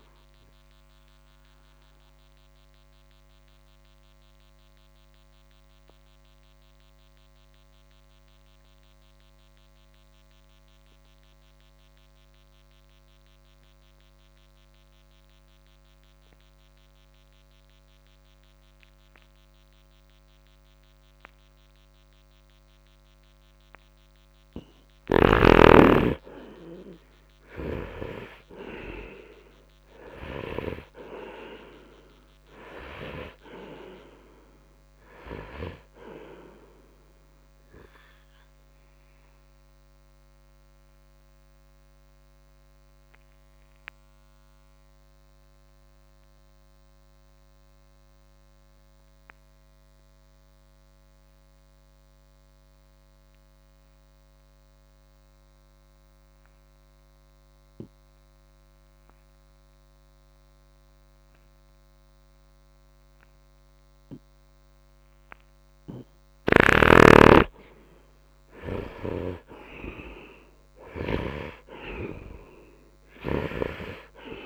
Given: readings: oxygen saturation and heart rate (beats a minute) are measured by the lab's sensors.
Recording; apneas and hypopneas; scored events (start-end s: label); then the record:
breathing in sleep by a microphone on the trachea; 2
3.00-23.00 s: obstructive apnea (oxygen 100% before, 78% lowest, heart rate 73 before, 54 extreme)
5.50-74.46 s: new sleep stage, N2 (light sleep)
8.50-20.50 s: oxygen desaturation (device-marked, oxygen 99% before, 91% lowest, heart rate 70 before, 54 extreme)
26.50-30.50 s: arousal
28.50-58.50 s: oxygen desaturation (device-marked, oxygen 97% before, 78% lowest, heart rate 63 before, 55 extreme)
38.50-65.50 s: obstructive apnea (oxygen 97% before, 74% lowest, heart rate 61 before, 55 extreme)
65.50-69.50 s: arousal
66.50-71.50 s: snoring (device-marked)
From the record:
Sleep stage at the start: N1 (lightest sleep); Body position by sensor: on the right side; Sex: male